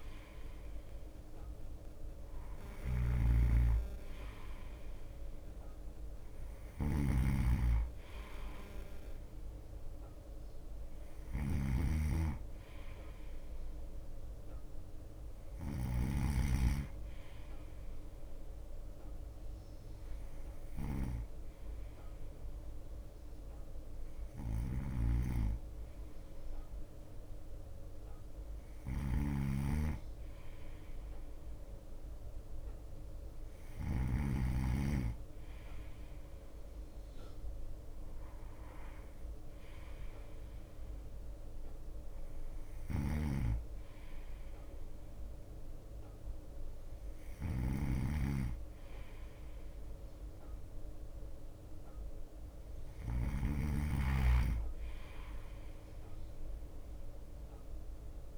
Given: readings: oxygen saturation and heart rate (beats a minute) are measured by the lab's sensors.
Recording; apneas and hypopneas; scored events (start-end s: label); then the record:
breathing in sleep by a room microphone; none
0.00-16.50 s: bradycardia (device-marked, heart rate 54 extreme)
0.00-34.50 s: snoring (device-marked)
19.50-35.50 s: bradycardia (device-marked, heart rate 57 before, 56 extreme)
41.50-58.38 s: bradycardia (device-marked, heart rate 57 before, 54 extreme)
43.00-53.50 s: snoring (device-marked)
56.50-58.38 s: drop in pulse transit time (device-marked, heart rate 57 before, 57 extreme)
From the record:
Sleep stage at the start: N2 (light sleep); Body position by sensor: on the right side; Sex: male